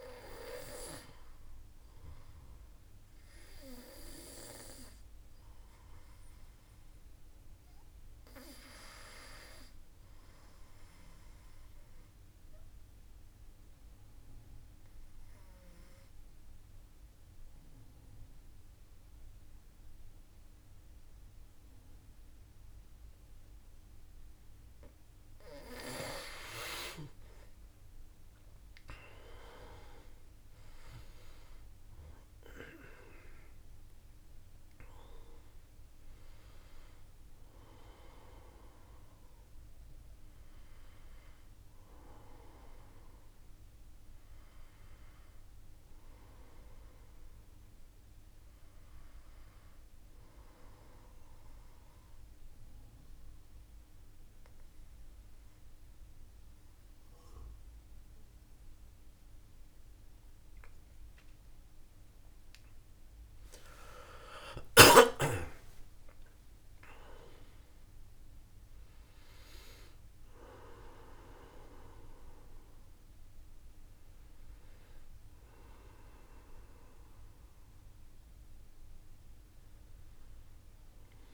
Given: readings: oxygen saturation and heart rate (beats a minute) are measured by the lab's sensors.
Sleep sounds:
breathing in sleep by a room microphone; 2
0.50-15.50 s: oxygen desaturation (device-marked, oxygen 97% before, 93% lowest, heart rate 54 before, 53 extreme)
11.50-23.50 s: obstructive apnea (oxygen 97% before, 91% lowest, heart rate 53 before, 54 extreme, up 5 after)
27.00-32.00 s: arousal
27.50-40.50 s: oxygen desaturation (device-marked, oxygen 96% before, 92% lowest, heart rate 54 before, 53 extreme)
38.50-68.50 s: new sleep stage, N1 (lightest sleep)
50.00-61.50 s: obstructive apnea (oxygen 96% before, 91% lowest, heart rate 58 before, 53 extreme, up 13 after)
68.50-81.34 s: new sleep stage, awake
From the record:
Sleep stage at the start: N2 (light sleep); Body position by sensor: on the back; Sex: male

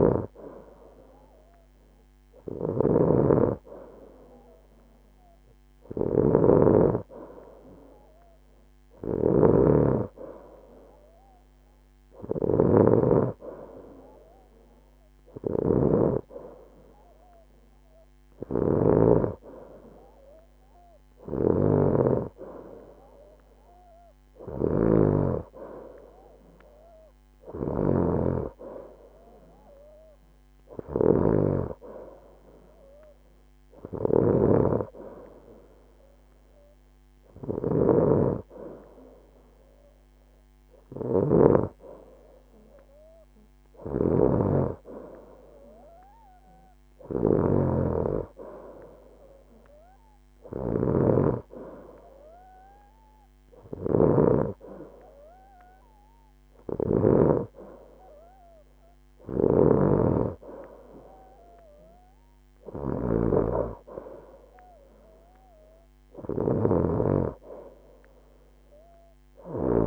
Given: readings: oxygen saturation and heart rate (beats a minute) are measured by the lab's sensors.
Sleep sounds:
breathing in sleep by a microphone on the trachea; none
none scored
From the record:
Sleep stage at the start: N2 (light sleep); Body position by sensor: on the right side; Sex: female

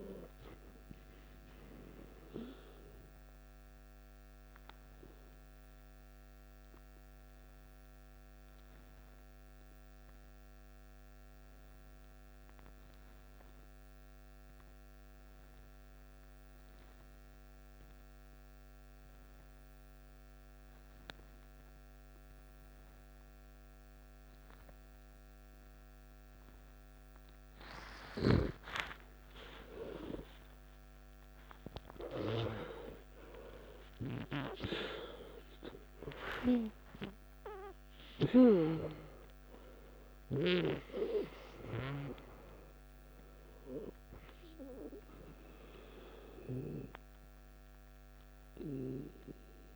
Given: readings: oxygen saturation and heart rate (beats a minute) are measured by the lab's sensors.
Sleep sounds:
breathing in sleep by a microphone on the trachea; 1
4.50-28.00 s: obstructive apnea (oxygen 99% before, 92% lowest, heart rate 57 before, 53 extreme, up 16 after)
27.50-44.50 s: oxygen desaturation (device-marked, oxygen 97% before, 92% lowest, heart rate 54 before, 52 extreme)
29.00-33.50 s: arousal
From the record:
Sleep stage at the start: N2 (light sleep); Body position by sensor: on the back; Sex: male

